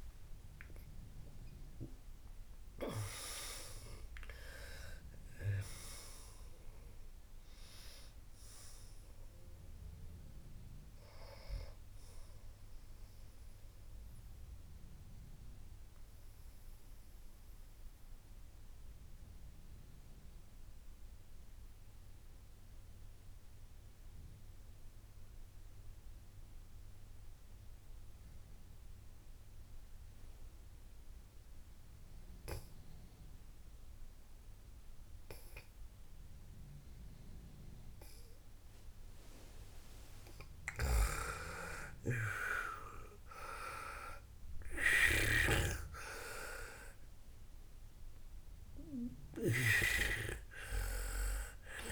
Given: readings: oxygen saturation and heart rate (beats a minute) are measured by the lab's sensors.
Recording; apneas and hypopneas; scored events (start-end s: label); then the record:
breathing in sleep by a room microphone; 1
0.00-23.00 s: oxygen desaturation (device-marked, oxygen 87% lowest, heart rate 53 extreme)
14.00-40.00 s: obstructive apnea (oxygen 97% before, 87% lowest, heart rate 83 before, 53 extreme, up 22 after)
41.50-50.50 s: snoring (device-marked)
42.00-45.00 s: arousal
42.00-51.92 s: oxygen desaturation (device-marked, oxygen 98% before, 91% lowest, heart rate 59 before, 52 extreme)
From the record:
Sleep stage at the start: N2 (light sleep); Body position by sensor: on the back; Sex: female